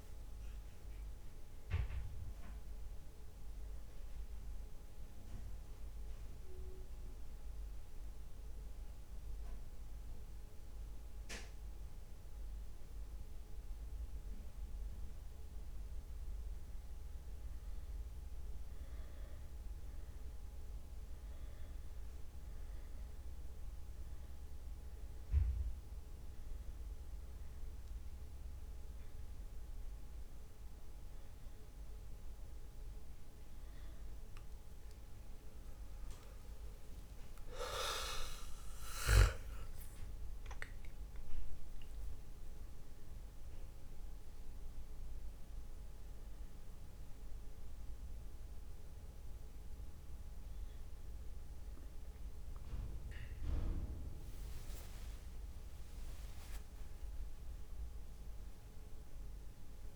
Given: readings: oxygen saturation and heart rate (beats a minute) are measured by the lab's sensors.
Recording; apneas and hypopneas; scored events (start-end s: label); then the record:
breathing in sleep by a room microphone; 1
0.00-1.00 s: long interval between heartbeats (device-marked, heart rate 75 extreme)
3.00-14.50 s: hypopnea (oxygen 99% before, 95% lowest, heart rate 60 before, 28 extreme, up 22 after)
7.50-9.50 s: long interval between heartbeats (device-marked, heart rate 56 before, 38 extreme)
10.50-19.50 s: drop in pulse transit time (device-marked, heart rate 53 before, 46 extreme)
18.00-20.50 s: arousal
24.50-26.50 s: long interval between heartbeats (device-marked, heart rate 42 before, 46 extreme)
27.50-41.50 s: oxygen desaturation (device-marked, oxygen 98% before, 95% lowest, heart rate 44 before, 29 extreme)
35.50-44.50 s: drop in pulse transit time (device-marked, heart rate 39 before, 29 extreme)
37.00-39.00 s: long interval between heartbeats (device-marked, heart rate 38 before, 30 extreme)
54.50-59.50 s: arousal
54.50-59.96 s: drop in pulse transit time (device-marked, heart rate 47 before, 34 extreme)
From the record:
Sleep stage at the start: N2 (light sleep); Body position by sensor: on the back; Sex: male